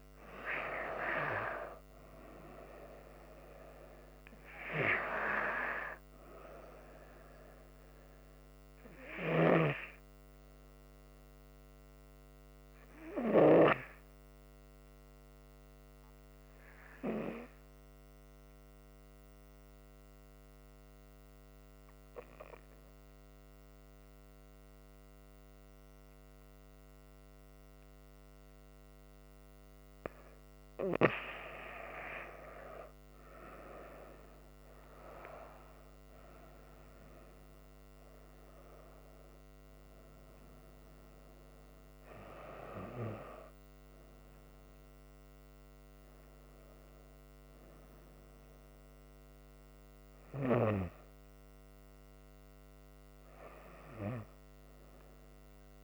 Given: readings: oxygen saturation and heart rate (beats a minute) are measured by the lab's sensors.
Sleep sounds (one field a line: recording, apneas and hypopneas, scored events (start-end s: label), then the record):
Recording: breathing in sleep by a microphone on the trachea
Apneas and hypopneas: 1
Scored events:
0.00-1.50 s: arousal
19.50-30.50 s: obstructive apnea (oxygen 96% before, 93% lowest, heart rate 69 before, 64 extreme, up 8 after)
22.00-32.00 s: oxygen desaturation (device-marked, oxygen 96% before, 93% lowest, heart rate 69 before, 64 extreme)
34.50-38.00 s: arousal
54.00-55.84 s: oxygen desaturation (device-marked, oxygen 97% before, 93% lowest, heart rate 69 before, 64 extreme)
From the record:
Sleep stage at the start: N2 (light sleep)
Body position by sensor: on the front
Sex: female